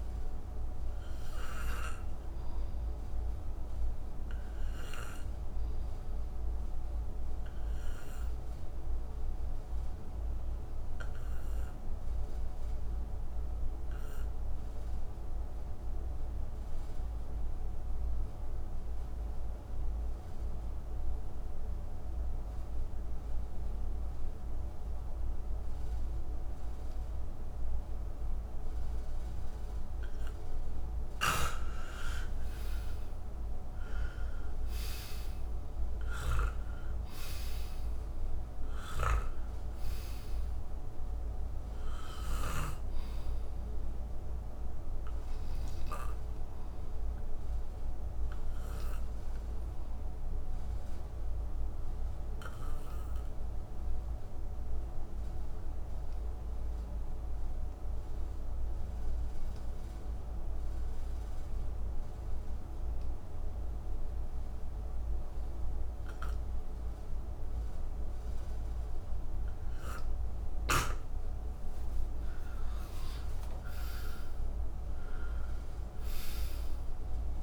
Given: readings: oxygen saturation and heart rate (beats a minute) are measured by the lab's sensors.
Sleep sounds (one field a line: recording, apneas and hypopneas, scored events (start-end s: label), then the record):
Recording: breathing in sleep, hard to hear, by a room microphone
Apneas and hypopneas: 2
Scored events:
0.00-16.00 s: oxygen desaturation (device-marked, oxygen 84% lowest, heart rate 57 extreme)
3.50-29.50 s: obstructive apnea (oxygen 96% before, 84% lowest, heart rate 72 before, 57 extreme, up 9 after)
30.00-52.00 s: oxygen desaturation (device-marked, oxygen 97% before, 86% lowest, heart rate 61 before, 62 extreme)
31.00-36.50 s: snoring (device-marked)
32.00-37.00 s: arousal
38.50-42.50 s: snoring (device-marked)
47.50-69.50 s: obstructive apnea (oxygen 98% before, 86% lowest, heart rate 67 before, 58 extreme, up 16 after)
70.00-77.43 s: oxygen desaturation (device-marked, oxygen 97% before, 87% lowest, heart rate 64 before, 58 extreme)
71.00-75.50 s: arousal
From the record:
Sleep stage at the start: N2 (light sleep)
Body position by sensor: on the back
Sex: male